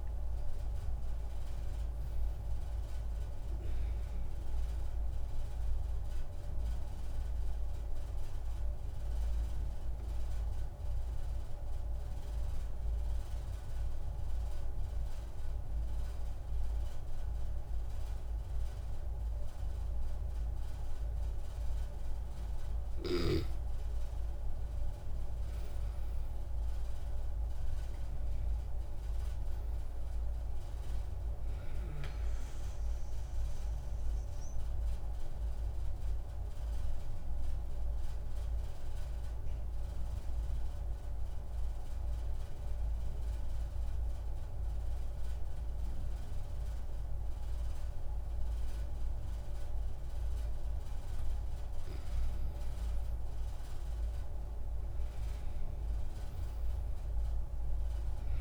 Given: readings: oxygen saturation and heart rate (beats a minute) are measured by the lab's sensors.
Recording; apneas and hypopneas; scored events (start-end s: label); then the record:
breathing in sleep, hard to hear, by a room microphone; 2
6.50-23.00 s: mixed apnea (oxygen 96% before, 93% lowest)
26.50-30.00 s: arousal
34.00-51.50 s: obstructive apnea (oxygen 98% before, 94% lowest)
53.50-57.50 s: arousal
From the record:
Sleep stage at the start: N2 (light sleep); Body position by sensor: on the back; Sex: male